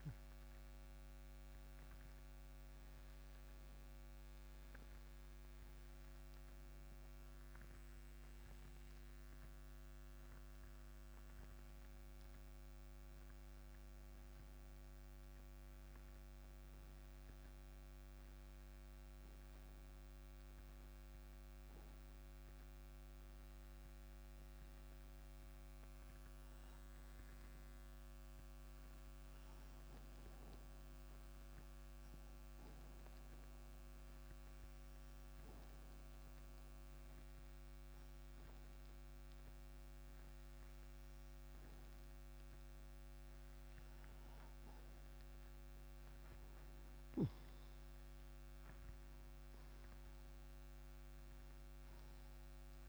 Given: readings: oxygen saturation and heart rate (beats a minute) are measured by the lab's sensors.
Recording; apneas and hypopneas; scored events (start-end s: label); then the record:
breathing in sleep, hard to hear, by a microphone on the trachea; 1
0.00-29.50 s: oxygen desaturation (device-marked, oxygen 82% lowest, heart rate 133 extreme)
32.00-43.50 s: obstructive apnea (oxygen 98% before, 91% lowest, heart rate 169 before, 133 extreme, up 9 after)
46.00-49.50 s: arousal
From the record:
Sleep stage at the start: N2 (light sleep); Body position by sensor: on the right side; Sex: male